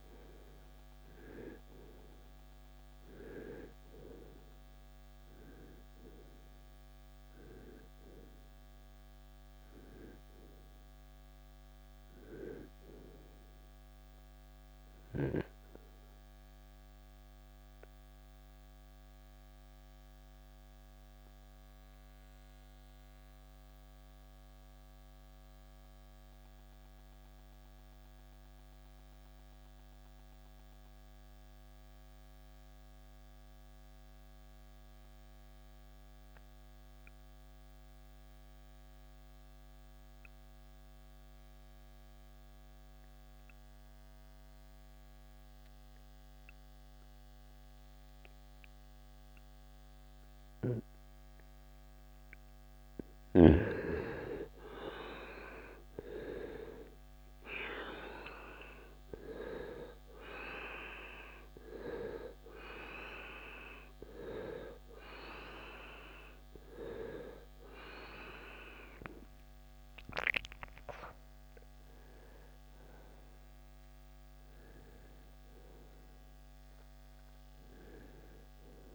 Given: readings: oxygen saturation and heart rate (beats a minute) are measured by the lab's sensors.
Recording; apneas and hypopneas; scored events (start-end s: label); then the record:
breathing in sleep by a microphone on the trachea; 1
0.00-30.00 s: oxygen desaturation (device-marked, oxygen 79% lowest, heart rate 49 extreme)
15.50-52.50 s: obstructive apnea (oxygen 94% before, 79% lowest, heart rate 85 before, 55 extreme, up 17 after)
50.00-78.95 s: oxygen desaturation (device-marked, oxygen 97% before, 80% lowest, heart rate 64 before, 59 extreme)
57.00-62.50 s: arousal
57.00-78.95 s: new sleep stage, N1 (lightest sleep)
From the record:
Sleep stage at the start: N2 (light sleep); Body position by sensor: on the right side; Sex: male